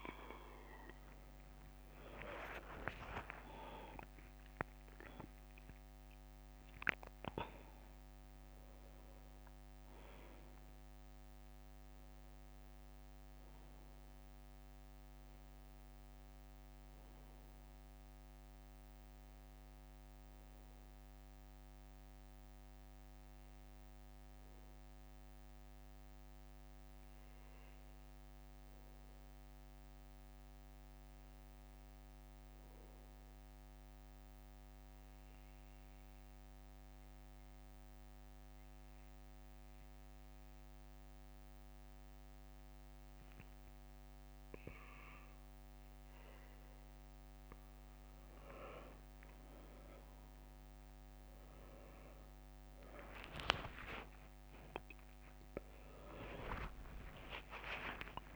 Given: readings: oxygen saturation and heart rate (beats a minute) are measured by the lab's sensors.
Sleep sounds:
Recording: breathing in sleep by a microphone on the trachea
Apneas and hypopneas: 1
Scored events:
1.00-3.00 s: long interval between heartbeats (device-marked, heart rate 68 before, 78 extreme)
1.00-6.00 s: arousal
1.50-4.50 s: leg movement (device-marked)
32.50-46.50 s: obstructive apnea (oxygen 98% before, 93% lowest, heart rate 67 before, 65 extreme, up 5 after)
44.00-58.36 s: oxygen desaturation (device-marked, oxygen 98% before, 93% lowest, heart rate 65 before, 65 extreme)
45.00-58.36 s: new sleep stage, awake
From the record:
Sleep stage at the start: N1 (lightest sleep)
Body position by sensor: on the back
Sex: male

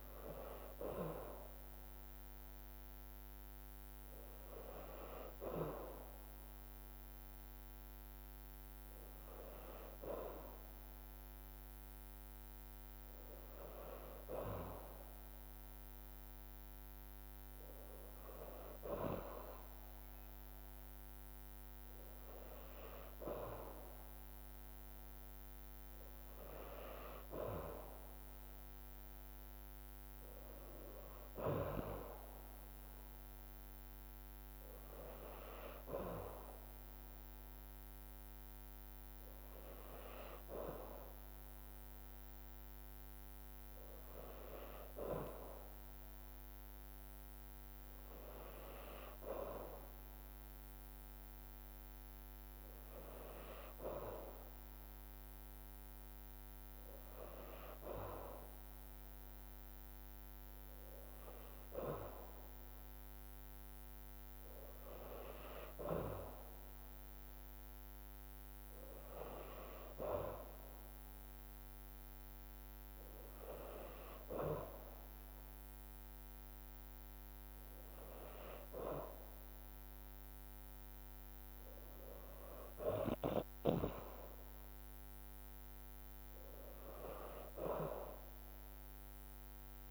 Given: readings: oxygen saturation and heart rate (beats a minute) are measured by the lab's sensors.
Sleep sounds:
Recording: breathing in sleep by a microphone on the trachea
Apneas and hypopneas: none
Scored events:
60.00-72.00 s: drop in pulse transit time (device-marked, heart rate 52 before, 52 extreme)
From the record:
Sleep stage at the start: N2 (light sleep)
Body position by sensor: on the back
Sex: female

